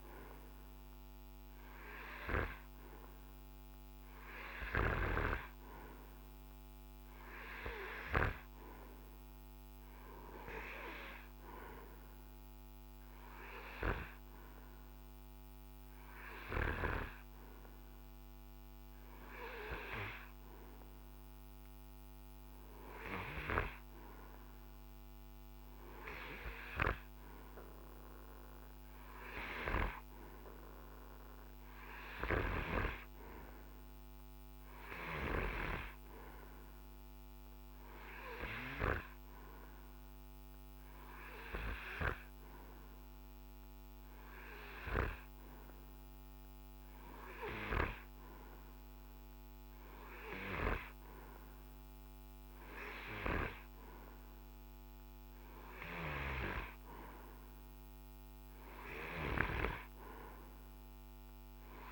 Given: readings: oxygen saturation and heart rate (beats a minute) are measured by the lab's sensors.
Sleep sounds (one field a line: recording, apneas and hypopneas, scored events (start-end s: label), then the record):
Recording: breathing in sleep by a microphone on the trachea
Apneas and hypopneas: none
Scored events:
none scored
From the record:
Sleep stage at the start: N2 (light sleep)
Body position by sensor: on the right side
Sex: male